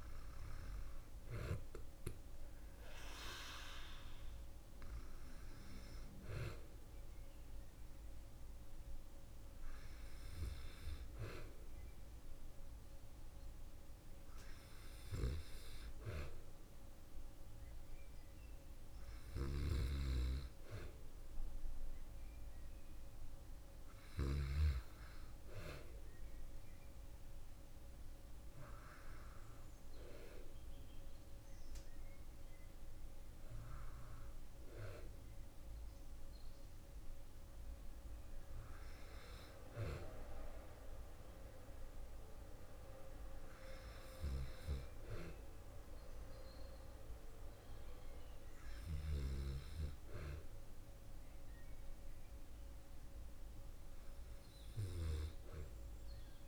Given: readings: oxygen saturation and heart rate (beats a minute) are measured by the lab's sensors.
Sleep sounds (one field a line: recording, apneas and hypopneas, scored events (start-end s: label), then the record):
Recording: breathing in sleep by a room microphone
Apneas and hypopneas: none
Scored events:
none scored
From the record:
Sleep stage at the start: N2 (light sleep)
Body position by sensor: on the back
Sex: female